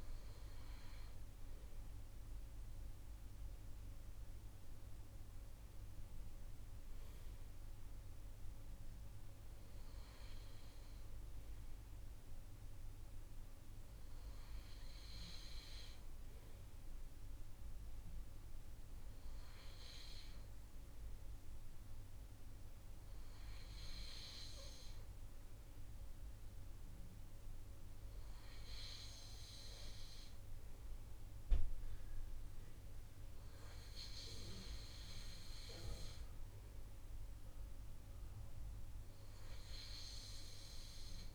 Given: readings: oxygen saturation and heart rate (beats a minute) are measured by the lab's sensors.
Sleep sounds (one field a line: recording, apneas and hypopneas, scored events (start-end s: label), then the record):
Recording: breathing in sleep by a room microphone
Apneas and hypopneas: none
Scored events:
none scored
From the record:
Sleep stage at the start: N2 (light sleep)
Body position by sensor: on the right side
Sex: male